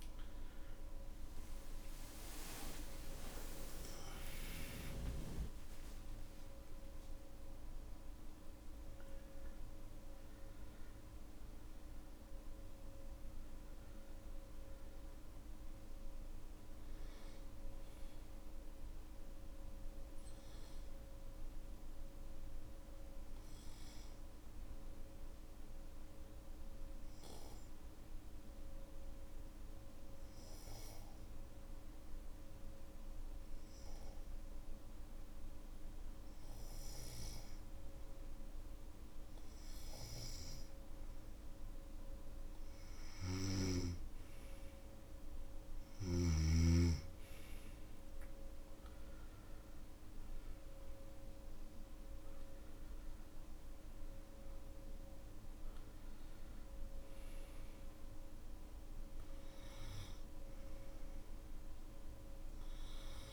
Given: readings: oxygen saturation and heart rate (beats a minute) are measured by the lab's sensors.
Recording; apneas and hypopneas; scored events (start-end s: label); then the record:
breathing in sleep by a room microphone; 1
0.00-19.50 s: oxygen desaturation (device-marked, oxygen 88% lowest, heart rate 52 extreme)
24.00-41.00 s: hypopnea (oxygen 95% before, 91% lowest, heart rate 69 before, 53 extreme, up 12 after)
47.50-63.33 s: oxygen desaturation (device-marked, oxygen 98% before, 93% lowest, heart rate 55 before, 53 extreme)
From the record:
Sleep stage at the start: N3 (deep sleep); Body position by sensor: on the back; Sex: male